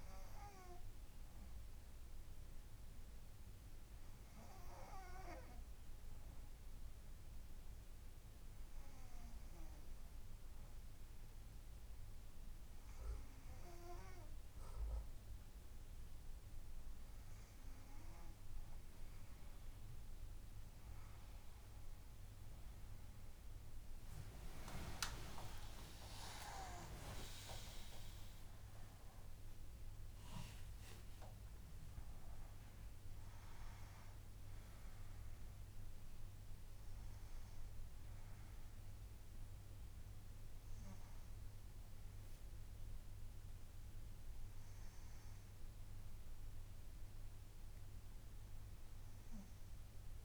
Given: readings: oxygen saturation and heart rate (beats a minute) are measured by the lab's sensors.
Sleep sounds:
breathing in sleep by a room microphone; 1
0.50-15.50 s: hypopnea (oxygen 96% before, 95% lowest, heart rate 69 before, 68 extreme, up 7 after)
25.50-31.50 s: arousal
From the record:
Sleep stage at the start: N2 (light sleep); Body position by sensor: on the right side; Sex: female

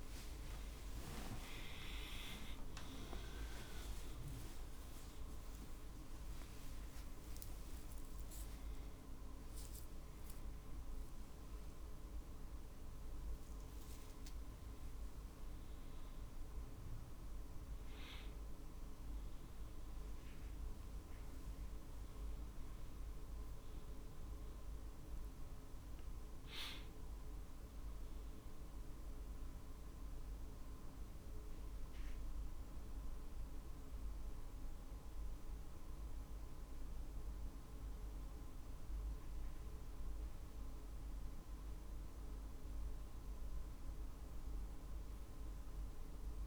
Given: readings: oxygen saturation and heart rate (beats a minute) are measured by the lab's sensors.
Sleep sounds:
a person awake in a sleep study, by a room microphone; none
0.00-17.00 s: drop in pulse transit time (device-marked, heart rate 69 before, 56 extreme)
3.00-5.00 s: long interval between heartbeats (device-marked, heart rate 73 before, 64 extreme)
8.50-10.50 s: long interval between heartbeats (device-marked, heart rate 77 before, 66 extreme)
25.00-38.00 s: oxygen desaturation (device-marked, oxygen 97% before, 94% lowest, heart rate 61 before, 49 extreme)
30.00-46.46 s: new sleep stage, N1 (lightest sleep)
From the record:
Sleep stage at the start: awake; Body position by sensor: on the right side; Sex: male

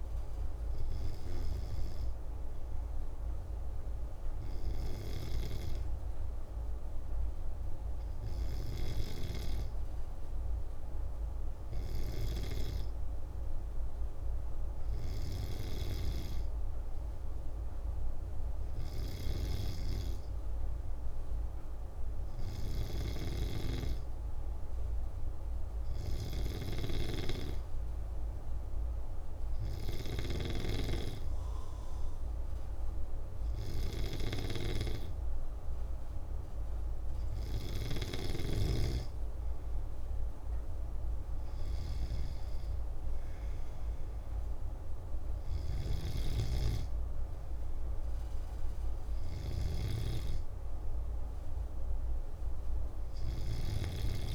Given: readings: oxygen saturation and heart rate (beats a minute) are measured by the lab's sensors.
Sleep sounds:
breathing in sleep by a room microphone; none
45.50-49.50 s: snoring (device-marked)
From the record:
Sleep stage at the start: N2 (light sleep); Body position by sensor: on the back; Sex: male

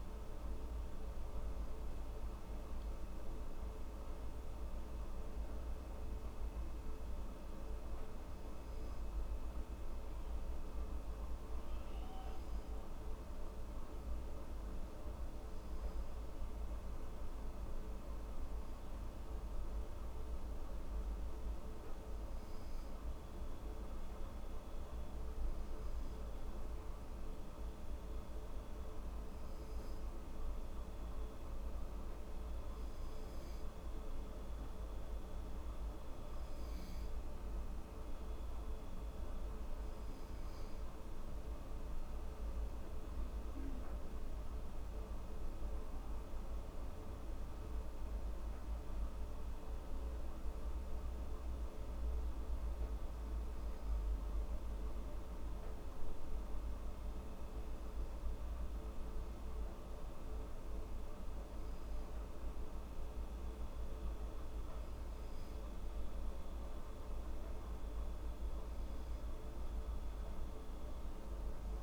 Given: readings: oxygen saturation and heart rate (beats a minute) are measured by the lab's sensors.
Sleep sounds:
breathing in sleep, hard to hear, by a room microphone; 1
18.00-21.50 s: arousal
25.00-37.00 s: hypopnea (oxygen 96% before, 94% lowest, heart rate 78 before, 74 extreme, up 5 after)
43.00-46.50 s: arousal
From the record:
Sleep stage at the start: N2 (light sleep); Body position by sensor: on the back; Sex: female

